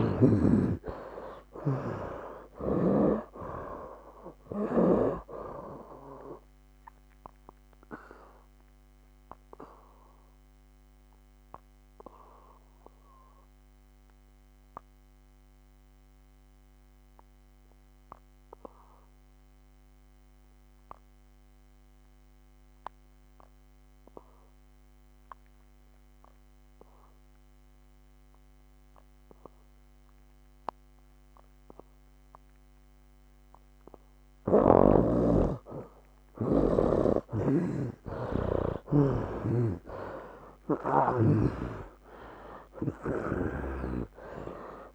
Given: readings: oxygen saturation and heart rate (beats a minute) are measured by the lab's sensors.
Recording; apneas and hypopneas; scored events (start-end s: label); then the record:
breathing in sleep by a microphone on the trachea; 1
0.00-2.00 s: arousal
0.00-5.00 s: snoring (device-marked)
0.00-27.50 s: oxygen desaturation (device-marked, oxygen 70% lowest, heart rate 63 extreme)
7.00-34.00 s: obstructive apnea (oxygen 98% before, 70% lowest, heart rate 72 before, 63 extreme, up 13 after)
29.50-44.95 s: oxygen desaturation (device-marked, oxygen 98% before, 70% lowest, heart rate 68 before, 64 extreme)
39.00-42.50 s: arousal
39.50-44.00 s: snoring (device-marked)
From the record:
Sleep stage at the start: N2 (light sleep); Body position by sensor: on the back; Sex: male